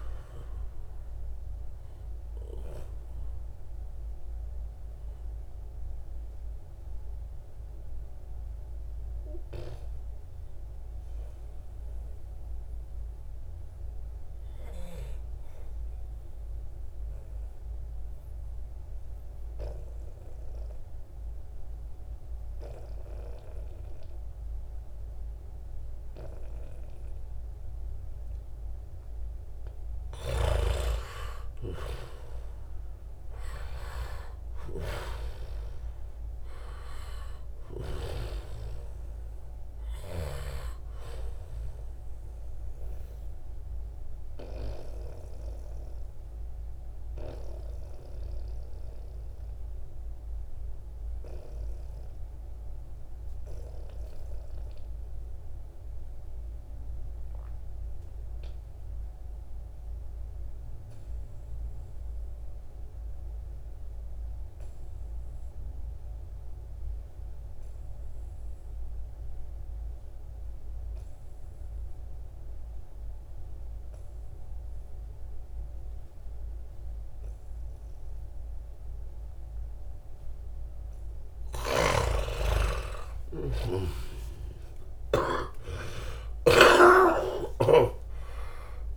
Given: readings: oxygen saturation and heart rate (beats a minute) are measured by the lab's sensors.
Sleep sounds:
breathing in sleep by a room microphone; 2
0.00-13.50 s: oxygen desaturation (device-marked, oxygen 89% lowest, heart rate 66 extreme)
1.50-29.00 s: mixed apnea (oxygen 96% before, 89% lowest, heart rate 72 before, 69 extreme, up 7 after)
30.00-34.50 s: arousal
30.50-51.50 s: oxygen desaturation (device-marked, oxygen 97% before, 91% lowest, heart rate 71 before, 63 extreme)
41.00-78.50 s: obstructive apnea (oxygen 98% before, 86% lowest, heart rate 73 before, 61 extreme, up 5 after)
67.50-88.97 s: oxygen desaturation (device-marked, oxygen 97% before, 86% lowest, heart rate 70 before, 61 extreme)
74.50-88.97 s: new sleep stage, awake
81.00-88.97 s: snoring (device-marked)
From the record:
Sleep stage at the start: N2 (light sleep); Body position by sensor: on the back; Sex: male

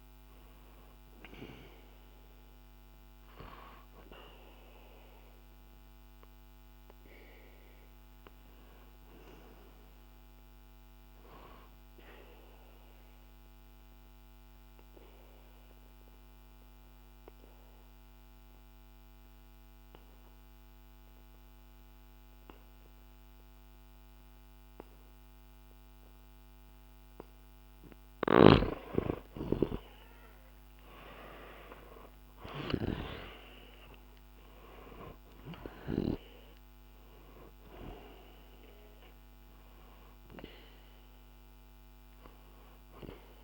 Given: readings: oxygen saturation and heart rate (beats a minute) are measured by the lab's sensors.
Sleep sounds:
breathing in sleep by a microphone on the trachea; 1
0.00-15.50 s: oxygen desaturation (device-marked, oxygen 91% lowest, heart rate 60 extreme)
12.00-27.00 s: obstructive apnea (oxygen 97% before, 90% lowest, heart rate 64 before, 60 extreme, up 1 after)
28.00-36.00 s: snoring (device-marked)
28.50-32.50 s: arousal
33.50-43.44 s: oxygen desaturation (device-marked, oxygen 97% before, 90% lowest, heart rate 64 before, 61 extreme)
From the record:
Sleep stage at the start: N2 (light sleep); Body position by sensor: on the back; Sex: male

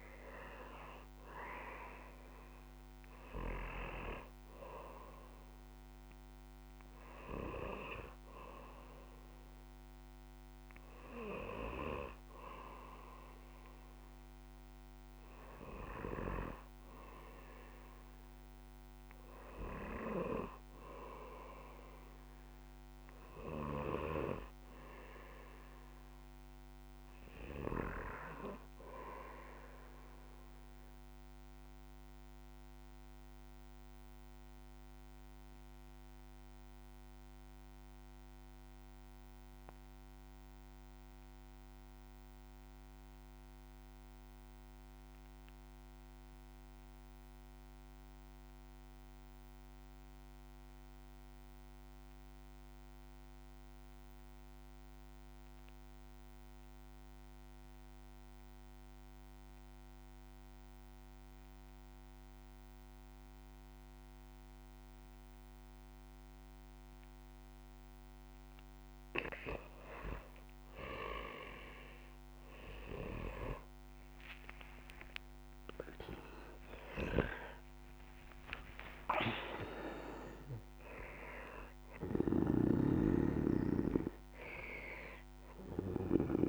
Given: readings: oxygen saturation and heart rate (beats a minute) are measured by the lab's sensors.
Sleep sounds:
breathing in sleep by a microphone on the trachea; 1
0.00-10.00 s: oxygen desaturation (device-marked, oxygen 82% lowest, heart rate 57 extreme)
15.00-24.00 s: oxygen desaturation (device-marked, oxygen 86% before, 82% lowest, heart rate 78 before, 55 extreme)
32.00-68.00 s: obstructive apnea (oxygen 99% before, 81% lowest, heart rate 61 before, 55 extreme, up 12 after)
60.00-86.49 s: oxygen desaturation (device-marked, oxygen 97% before, 81% lowest, heart rate 58 before, 59 extreme)
74.50-78.50 s: arousal
82.50-86.49 s: snoring (device-marked)
From the record:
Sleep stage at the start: REM sleep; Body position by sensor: on the back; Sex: male

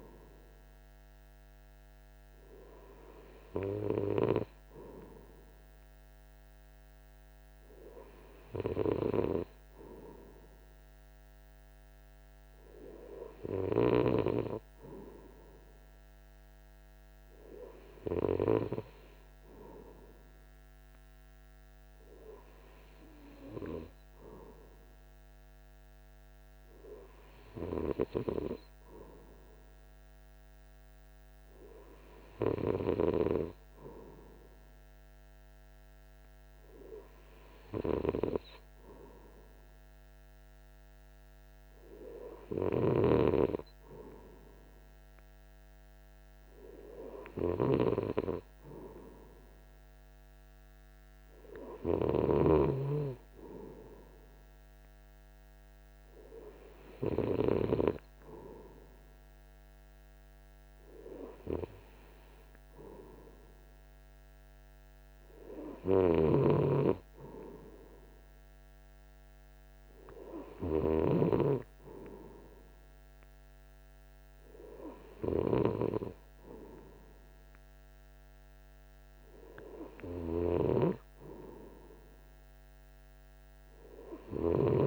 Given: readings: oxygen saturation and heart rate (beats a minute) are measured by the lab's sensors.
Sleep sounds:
breathing in sleep by a microphone on the trachea; none
none scored
From the record:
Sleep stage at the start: N2 (light sleep); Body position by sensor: on the right side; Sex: male

